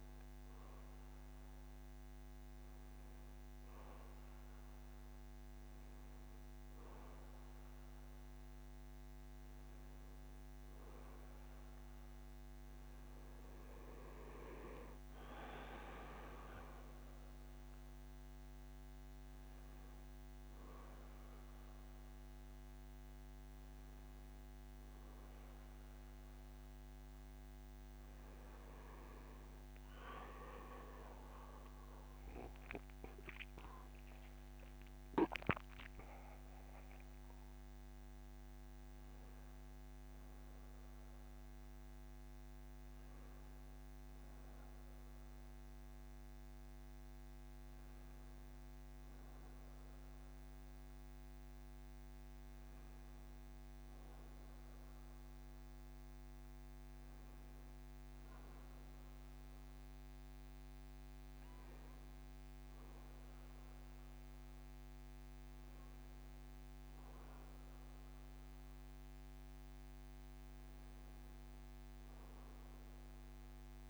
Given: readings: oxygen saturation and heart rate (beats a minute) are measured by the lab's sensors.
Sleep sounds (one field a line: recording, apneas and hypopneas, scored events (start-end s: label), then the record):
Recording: breathing in sleep by a microphone on the trachea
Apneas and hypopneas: none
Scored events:
5.00-26.00 s: oxygen desaturation (device-marked, oxygen 93% before, 90% lowest, heart rate 77 before, 75 extreme)
32.50-37.00 s: arousal
From the record:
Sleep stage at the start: N1 (lightest sleep)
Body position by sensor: on the back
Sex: male